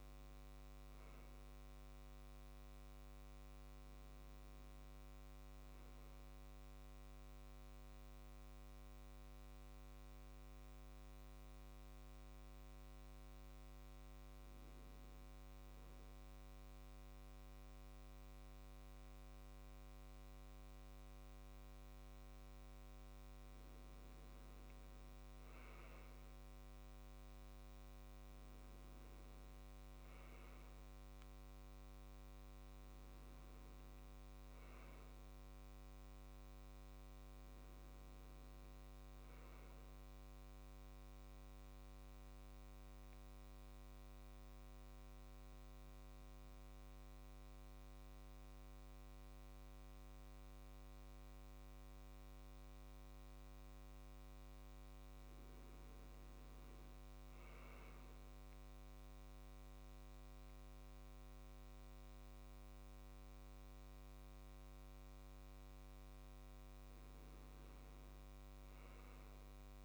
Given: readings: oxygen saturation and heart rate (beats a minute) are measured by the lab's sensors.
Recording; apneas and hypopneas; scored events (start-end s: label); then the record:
breathing in sleep, hard to hear, by a microphone on the trachea; 2
6.50-21.50 s: hypopnea (oxygen 97% before, 90% lowest, heart rate 71 before, 66 extreme, up 6 after)
24.00-27.50 s: arousal
26.50-52.50 s: oxygen desaturation (device-marked, oxygen 97% before, 91% lowest, heart rate 68 before, 66 extreme)
41.50-54.50 s: central apnea (oxygen 97% before, 87% lowest, heart rate 71 before, 66 extreme, up 4 after)
56.00-59.00 s: arousal
59.50-69.85 s: oxygen desaturation (device-marked, oxygen 97% before, 90% lowest, heart rate 70 before, 66 extreme)
From the record:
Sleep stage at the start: N2 (light sleep); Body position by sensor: on the left side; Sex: male